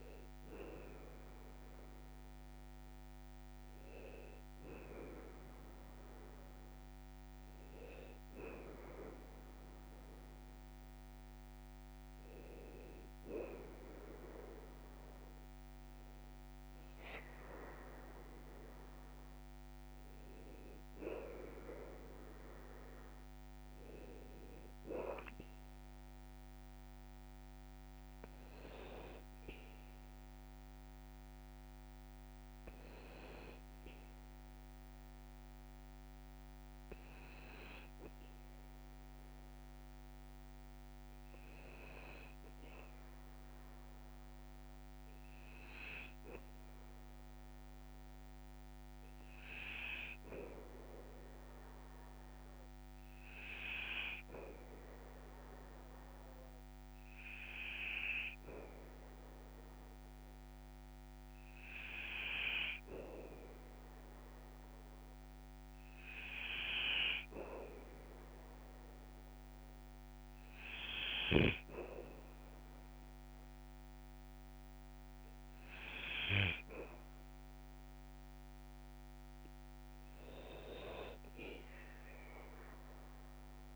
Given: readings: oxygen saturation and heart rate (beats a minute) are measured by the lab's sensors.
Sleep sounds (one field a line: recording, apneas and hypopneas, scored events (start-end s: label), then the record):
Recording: breathing in sleep by a microphone on the trachea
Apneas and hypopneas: 1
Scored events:
37.50-65.50 s: hypopnea (oxygen 99% before, 95% lowest, heart rate 56 before, 55 extreme, up 0 after)
67.50-71.00 s: arousal
From the record:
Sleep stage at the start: N2 (light sleep)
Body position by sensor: on the back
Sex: male